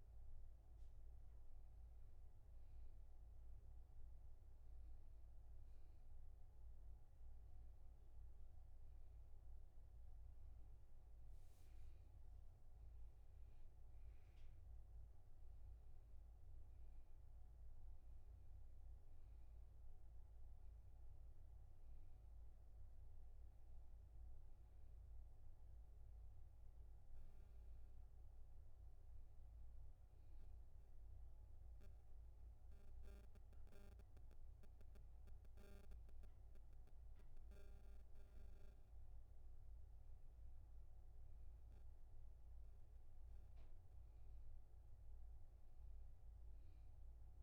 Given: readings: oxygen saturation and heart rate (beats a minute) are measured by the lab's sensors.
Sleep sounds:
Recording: breathing in sleep, hard to hear, by a room microphone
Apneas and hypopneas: none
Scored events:
none scored
From the record:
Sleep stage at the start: N2 (light sleep)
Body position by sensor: on the back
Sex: male

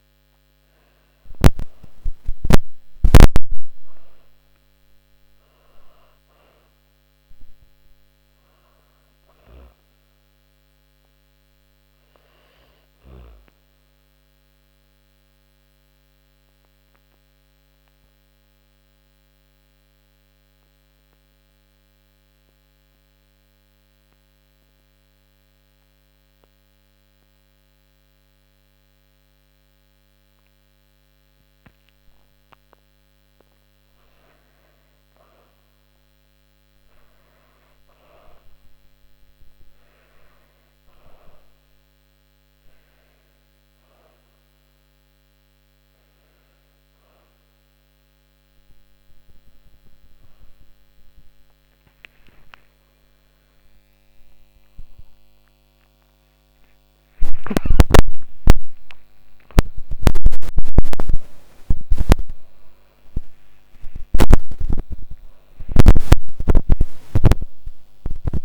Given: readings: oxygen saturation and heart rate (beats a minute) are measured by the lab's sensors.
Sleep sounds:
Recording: a person partly awake in a sleep study, by a microphone on the trachea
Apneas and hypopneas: 1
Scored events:
0.00-1.50 s: arousal
12.50-31.50 s: obstructive apnea (oxygen 99% before, 92% lowest)
39.00-68.44 s: new sleep stage, awake
52.00-63.00 s: oxygen desaturation (device-marked, oxygen 96% before, 92% lowest)
From the record:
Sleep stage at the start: N2 (light sleep)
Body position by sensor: on the back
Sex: female

